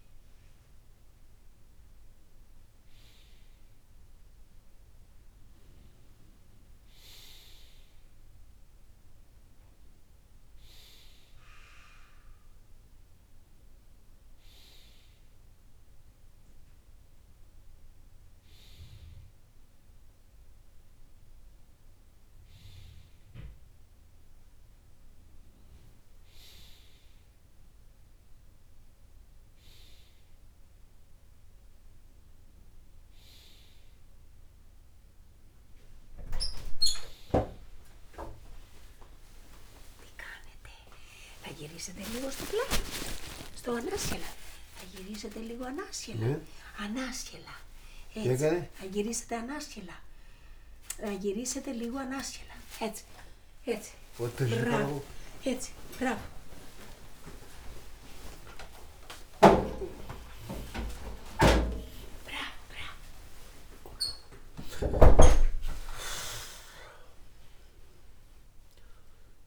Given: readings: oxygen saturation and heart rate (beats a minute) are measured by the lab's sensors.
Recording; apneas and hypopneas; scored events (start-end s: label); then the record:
a person partly awake in a sleep study, by a room microphone; none
48.00-69.47 s: new sleep stage, awake
From the record:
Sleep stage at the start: N2 (light sleep); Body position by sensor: on the right side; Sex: male